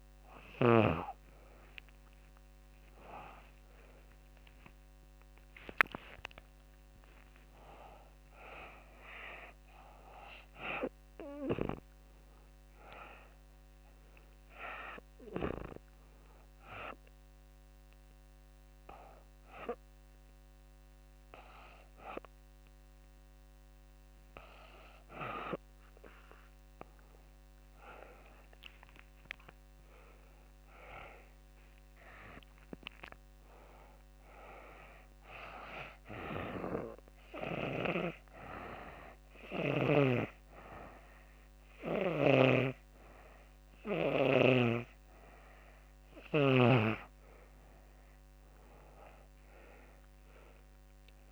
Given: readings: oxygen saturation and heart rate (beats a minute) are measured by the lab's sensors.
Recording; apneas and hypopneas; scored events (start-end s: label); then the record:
breathing in sleep by a microphone on the trachea; 1
2.50-6.50 s: arousal
29.00-32.00 s: arousal
35.50-46.00 s: hypopnea (oxygen 95% before, 91% lowest, heart rate 88 before, 85 extreme, up 6 after)
48.00-51.32 s: oxygen desaturation (device-marked, oxygen 95% before, 92% lowest, heart rate 90 before, 85 extreme)
48.50-51.32 s: arousal
From the record:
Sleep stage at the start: N2 (light sleep); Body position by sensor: on the back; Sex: female